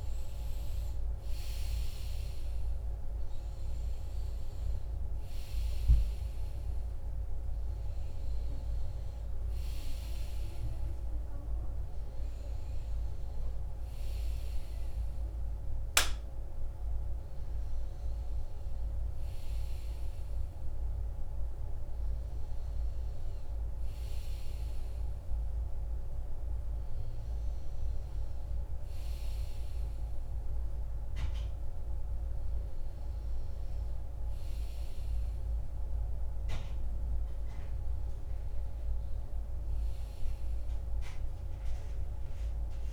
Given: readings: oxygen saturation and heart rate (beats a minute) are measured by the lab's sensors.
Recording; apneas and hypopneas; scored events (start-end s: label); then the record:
breathing in sleep, hard to hear, by a room microphone; none
0.00-2.00 s: arousal
0.00-10.00 s: oxygen desaturation (device-marked, oxygen 93% lowest, heart rate 37 extreme)
From the record:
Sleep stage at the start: REM sleep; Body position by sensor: on the right side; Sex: male